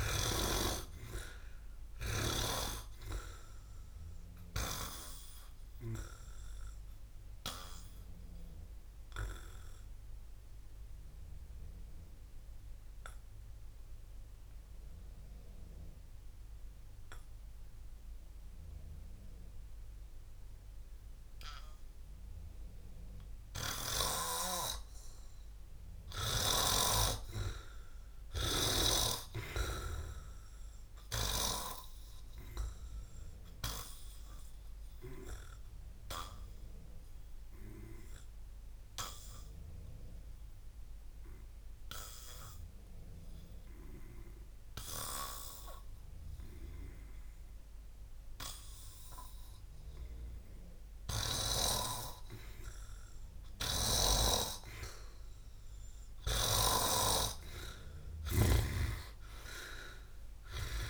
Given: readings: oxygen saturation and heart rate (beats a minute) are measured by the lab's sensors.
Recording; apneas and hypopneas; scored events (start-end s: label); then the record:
breathing in sleep by a room microphone; 2
2.50-11.50 s: oxygen desaturation (device-marked, oxygen 99% before, 94% lowest, heart rate 63 before, 56 extreme)
4.50-25.50 s: obstructive apnea (oxygen 99% before, 89% lowest, heart rate 63 before, 56 extreme, up 3 after)
21.50-29.50 s: oxygen desaturation (device-marked, oxygen 95% before, 92% lowest, heart rate 60 before, 56 extreme)
28.00-32.00 s: arousal
36.50-49.00 s: hypopnea (oxygen 99% before, 89% lowest, heart rate 59 before, 57 extreme, up 2 after)
37.50-56.50 s: oxygen desaturation (device-marked, oxygen 99% before, 91% lowest, heart rate 58 before, 57 extreme)
53.50-58.50 s: snoring (device-marked)
56.00-60.50 s: arousal
From the record:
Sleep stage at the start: N2 (light sleep); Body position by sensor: on the back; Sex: male